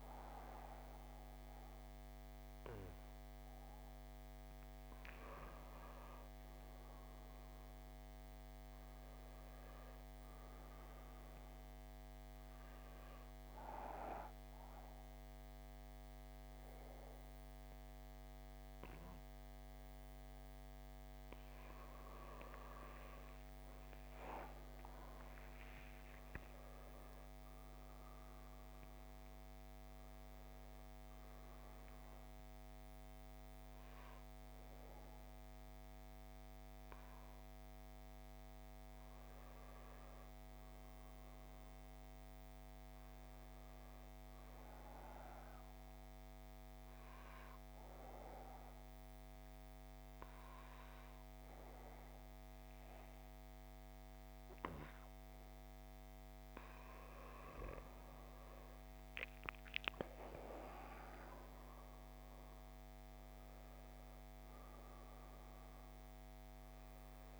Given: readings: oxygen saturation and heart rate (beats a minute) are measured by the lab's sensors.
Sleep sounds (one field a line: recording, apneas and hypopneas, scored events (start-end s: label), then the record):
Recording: breathing in sleep by a microphone on the trachea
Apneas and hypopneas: 1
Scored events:
15.50-67.40 s: new sleep stage, N2 (light sleep)
45.00-56.00 s: obstructive apnea (oxygen 97% before, 91% lowest, heart rate 67 before, 53 extreme, up 10 after)
60.00-64.50 s: arousal
From the record:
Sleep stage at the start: N1 (lightest sleep)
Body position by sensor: on the back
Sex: male